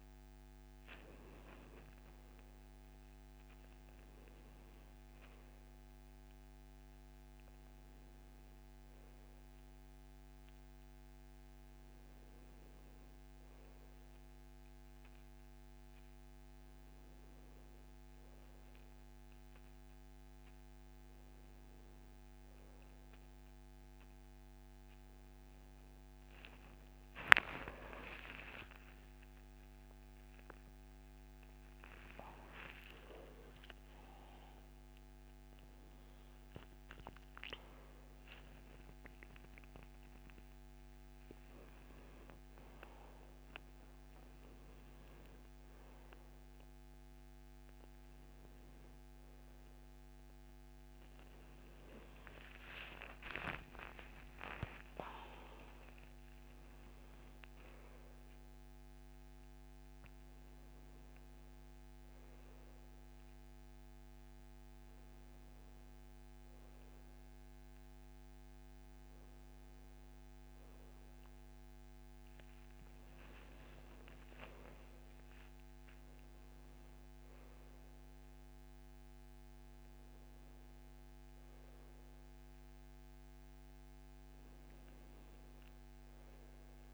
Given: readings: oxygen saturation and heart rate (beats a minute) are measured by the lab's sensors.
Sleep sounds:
a person awake in a sleep study, by a microphone on the trachea; none
34.50-86.94 s: new sleep stage, awake
From the record:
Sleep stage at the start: N1 (lightest sleep); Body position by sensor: on the back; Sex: male

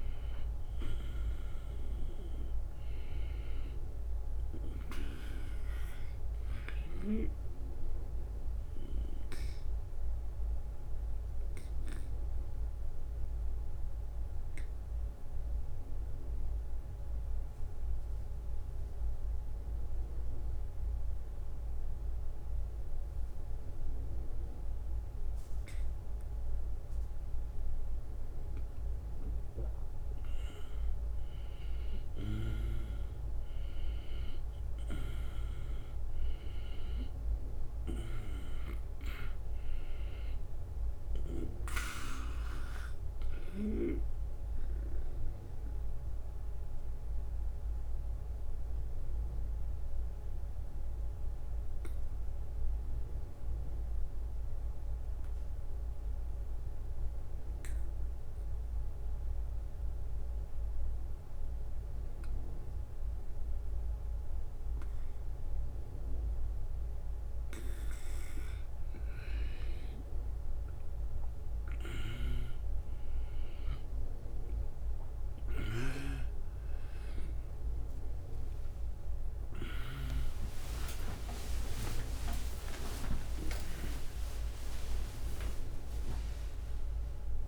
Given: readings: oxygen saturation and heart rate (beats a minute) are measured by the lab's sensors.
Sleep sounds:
breathing in sleep by a room microphone; 2
7.00-28.50 s: obstructive apnea (oxygen 97% before, 92% lowest, heart rate 80 before, 77 extreme, up 5 after)
31.00-34.50 s: arousal
42.50-70.00 s: obstructive apnea (oxygen 96% before, 91% lowest)
70.00-85.00 s: oxygen desaturation (device-marked, oxygen 96% before, 92% lowest)
70.00-87.48 s: new sleep stage, N1 (lightest sleep)
71.00-86.00 s: drop in pulse transit time (device-marked)
77.50-79.50 s: long interval between heartbeats (device-marked, heart rate 81 before, 84 extreme)
78.50-84.00 s: arousal
84.00-86.00 s: long interval between heartbeats (device-marked)
From the record:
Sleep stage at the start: N2 (light sleep); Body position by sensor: on the back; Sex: male

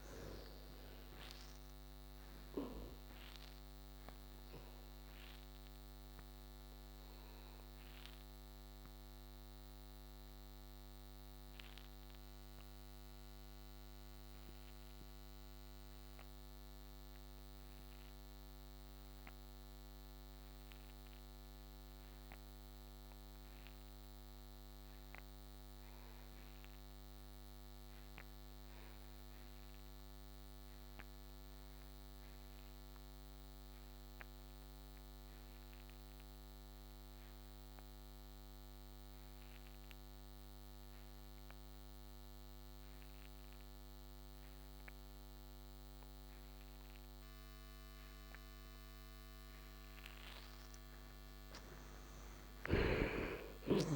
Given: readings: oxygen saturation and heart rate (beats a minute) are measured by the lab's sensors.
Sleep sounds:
breathing in sleep, hard to hear, by a microphone on the trachea; 1
0.00-25.00 s: oxygen desaturation (device-marked, oxygen 56% lowest, heart rate 64 extreme)
3.00-46.00 s: obstructive apnea (oxygen 86% before, 54% lowest, heart rate 76 before, 64 extreme, up 6 after)
36.00-53.96 s: oxygen desaturation (device-marked, oxygen 94% before, 54% lowest, heart rate 66 before, 63 extreme)
51.00-53.96 s: arousal
From the record:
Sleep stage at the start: N2 (light sleep); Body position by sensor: on the back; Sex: male

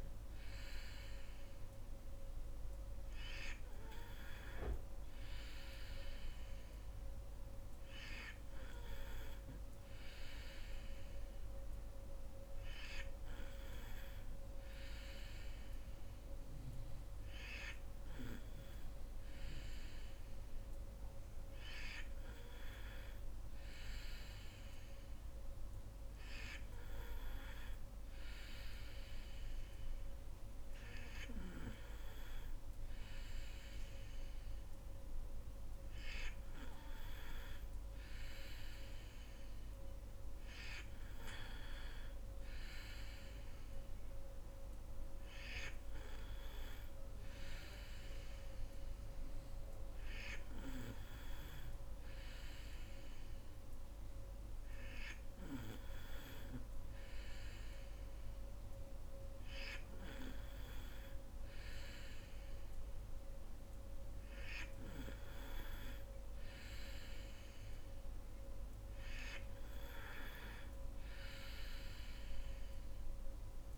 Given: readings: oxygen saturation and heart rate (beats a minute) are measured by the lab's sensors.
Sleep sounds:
breathing in sleep by a room microphone; none
none scored
From the record:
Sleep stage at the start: N3 (deep sleep); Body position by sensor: on the back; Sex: female

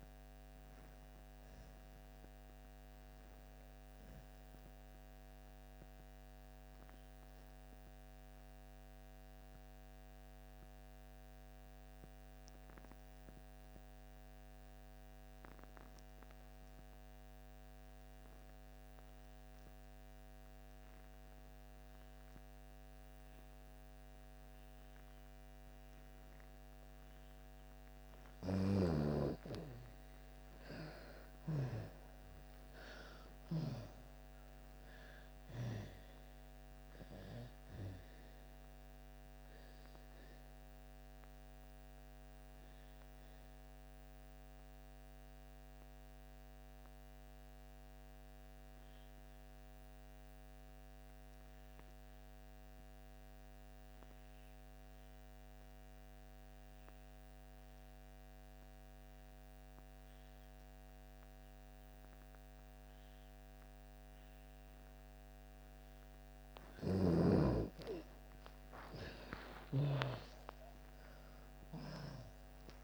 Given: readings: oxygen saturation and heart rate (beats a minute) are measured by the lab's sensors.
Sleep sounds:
breathing in sleep by a microphone on the trachea; 2
0.00-19.00 s: oxygen desaturation (device-marked, oxygen 86% lowest)
4.50-26.50 s: mixed apnea (oxygen 98% before, 82% lowest)
29.00-53.00 s: oxygen desaturation (device-marked, oxygen 98% before, 84% lowest)
30.00-34.00 s: arousal
39.00-66.00 s: obstructive apnea (oxygen 98% before, 81% lowest)
66.00-69.50 s: snoring (device-marked)
66.00-72.84 s: oxygen desaturation (device-marked, oxygen 98% before, 82% lowest)
68.50-72.84 s: arousal
From the record:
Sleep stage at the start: N2 (light sleep); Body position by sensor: on the back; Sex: female

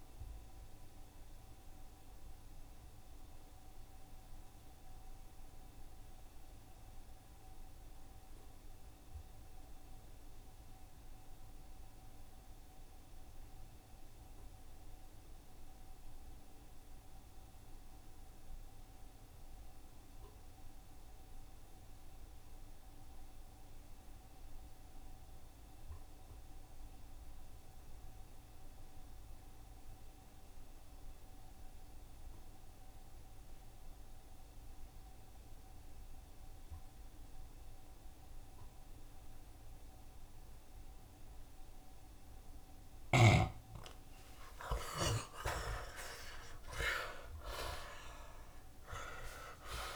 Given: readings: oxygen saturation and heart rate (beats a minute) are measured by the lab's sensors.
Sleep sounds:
breathing in sleep by a room microphone; 1
0.00-17.50 s: oxygen desaturation (device-marked, oxygen 65% lowest, heart rate 69 extreme)
1.00-43.00 s: obstructive apnea (oxygen 90% before, 64% lowest, heart rate 80 before, 69 extreme, up 19 after)
24.50-49.96 s: oxygen desaturation (device-marked, oxygen 88% before, 64% lowest, heart rate 71 before, 68 extreme)
30.50-32.50 s: long interval between heartbeats (device-marked, heart rate 70 before, 81 extreme)
41.00-43.00 s: long interval between heartbeats (device-marked, heart rate 74 before, 81 extreme)
44.50-46.50 s: long interval between heartbeats (device-marked, heart rate 77 before, 91 extreme)
45.50-49.96 s: arousal
From the record:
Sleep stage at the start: N2 (light sleep); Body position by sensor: on the back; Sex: male

